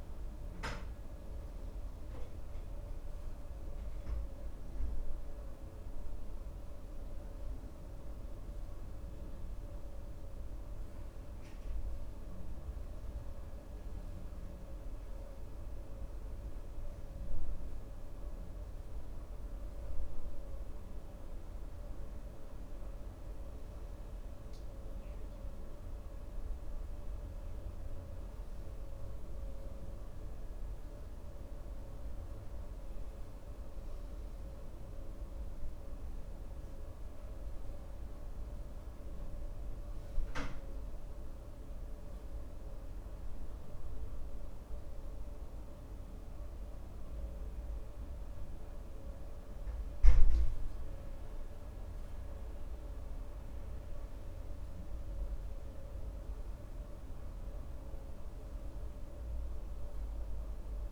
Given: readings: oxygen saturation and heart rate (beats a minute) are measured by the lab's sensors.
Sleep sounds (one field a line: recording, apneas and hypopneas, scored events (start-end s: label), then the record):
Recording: breathing in sleep, hard to hear, by a room microphone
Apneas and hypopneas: none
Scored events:
none scored
From the record:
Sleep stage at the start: N2 (light sleep)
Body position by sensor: on the right side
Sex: male